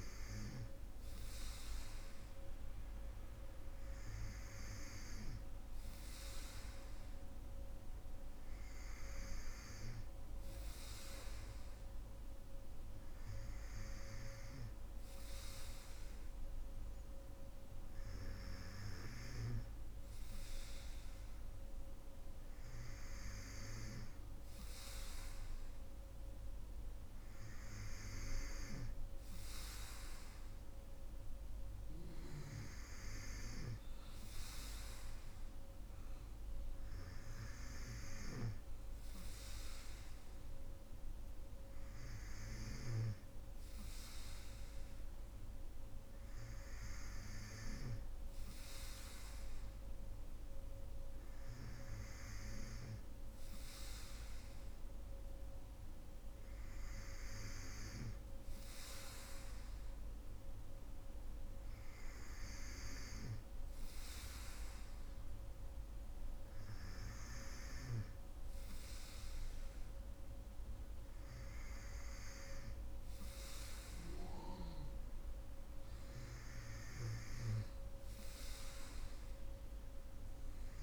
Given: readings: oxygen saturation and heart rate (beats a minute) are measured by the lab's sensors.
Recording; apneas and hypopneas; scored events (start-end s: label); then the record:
breathing in sleep by a room microphone; none
37.50-42.50 s: snoring (device-marked)
From the record:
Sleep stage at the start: N3 (deep sleep); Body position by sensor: on the right side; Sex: female